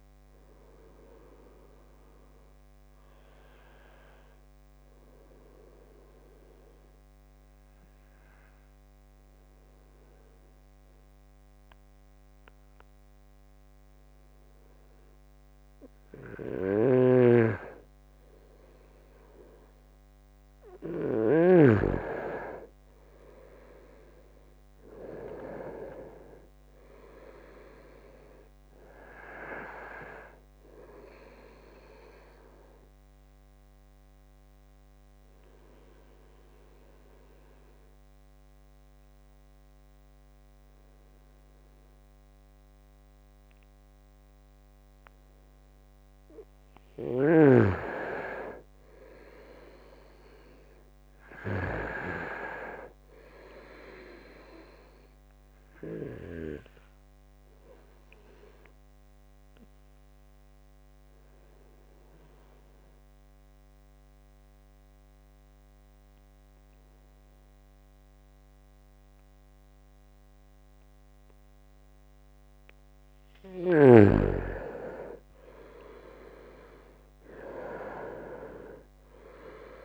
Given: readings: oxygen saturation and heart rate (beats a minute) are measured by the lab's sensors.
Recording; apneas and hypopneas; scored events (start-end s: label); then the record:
breathing in sleep by a microphone on the trachea; 3
0.00-9.50 s: oxygen desaturation (device-marked, oxygen 92% lowest, heart rate 70 extreme)
2.00-17.00 s: obstructive apnea (oxygen 96% before, 92% lowest, heart rate 72 before, 67 extreme, up 5 after)
16.50-21.50 s: snoring (device-marked)
19.50-23.50 s: arousal
26.50-47.50 s: oxygen desaturation (device-marked, oxygen 97% before, 92% lowest, heart rate 72 before, 67 extreme)
33.00-45.00 s: obstructive apnea (oxygen 98% before, 90% lowest, heart rate 73 before, 67 extreme, up 5 after)
48.00-52.00 s: arousal
52.50-71.50 s: oxygen desaturation (device-marked, oxygen 97% before, 93% lowest, heart rate 69 before, 63 extreme)
57.50-72.00 s: obstructive apnea (oxygen 97% before, 90% lowest, heart rate 69 before, 63 extreme, up 5 after)
74.50-79.00 s: arousal
76.50-78.50 s: long interval between heartbeats (device-marked, heart rate 70 before, 64 extreme)
77.50-79.85 s: oxygen desaturation (device-marked, oxygen 97% before, 90% lowest, heart rate 70 before, 63 extreme)
From the record:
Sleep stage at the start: N2 (light sleep); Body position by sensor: on the right side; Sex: male